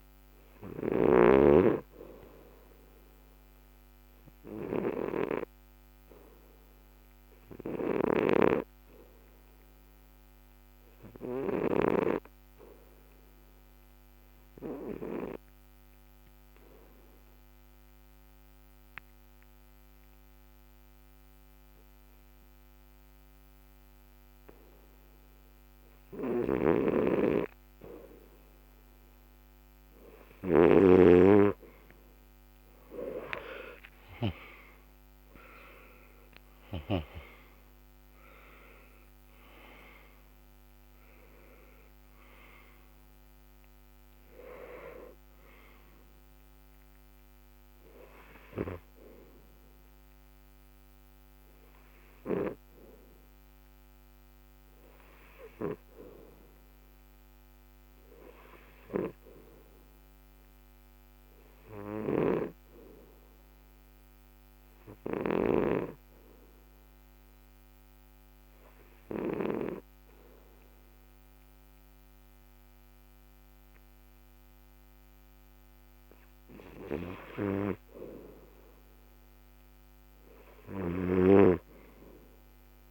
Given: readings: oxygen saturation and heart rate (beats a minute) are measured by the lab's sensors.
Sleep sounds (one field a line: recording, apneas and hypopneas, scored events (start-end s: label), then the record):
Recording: breathing in sleep by a microphone on the trachea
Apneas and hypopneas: 2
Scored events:
0.00-1.00 s: snoring (device-marked)
0.00-13.50 s: oxygen desaturation (device-marked, oxygen 91% lowest, heart rate 63 extreme)
5.00-27.00 s: obstructive apnea (oxygen 96% before, 81% lowest, heart rate 69 before, 63 extreme, up 7 after)
23.50-59.50 s: oxygen desaturation (device-marked, oxygen 92% before, 81% lowest, heart rate 68 before, 63 extreme)
31.50-35.50 s: arousal
50.00-77.50 s: hypopnea (oxygen 92% before, 81% lowest, heart rate 76 before, 64 extreme, up 5 after)
79.50-82.91 s: oxygen desaturation (device-marked, oxygen 98% before, 89% lowest, heart rate 70 before, 64 extreme)
80.50-82.91 s: arousal
80.50-82.91 s: snoring (device-marked)
From the record:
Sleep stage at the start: N2 (light sleep)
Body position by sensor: on the back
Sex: male